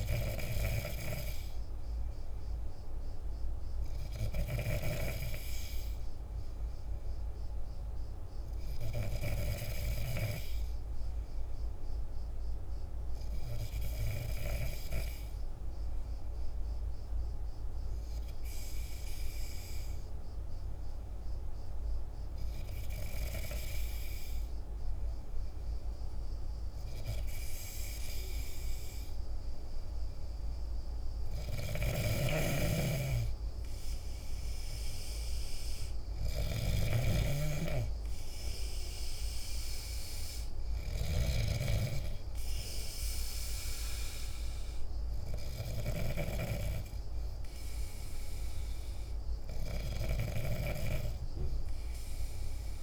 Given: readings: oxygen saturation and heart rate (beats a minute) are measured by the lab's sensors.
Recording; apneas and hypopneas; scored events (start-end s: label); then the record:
breathing in sleep by a room microphone; none
31.00-46.00 s: snoring (device-marked)
From the record:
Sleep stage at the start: N2 (light sleep); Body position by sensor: on the back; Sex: male